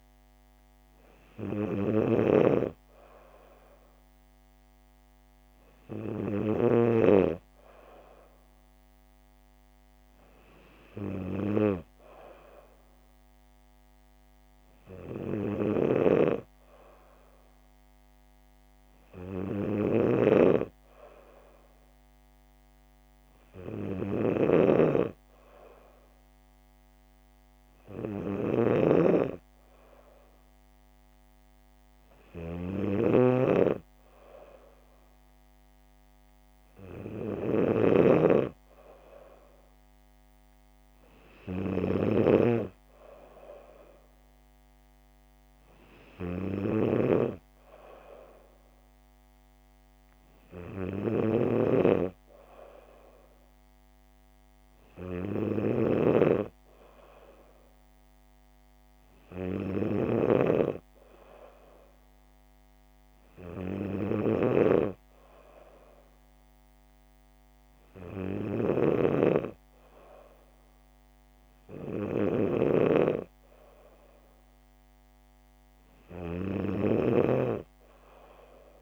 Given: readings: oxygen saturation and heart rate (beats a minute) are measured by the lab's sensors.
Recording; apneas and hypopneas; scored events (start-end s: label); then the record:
breathing in sleep by a microphone on the trachea; none
2.00-7.00 s: snoring (device-marked)
20.00-42.50 s: snoring (device-marked)
68.50-78.82 s: snoring (device-marked)
From the record:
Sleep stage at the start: N2 (light sleep); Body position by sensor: on the back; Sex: female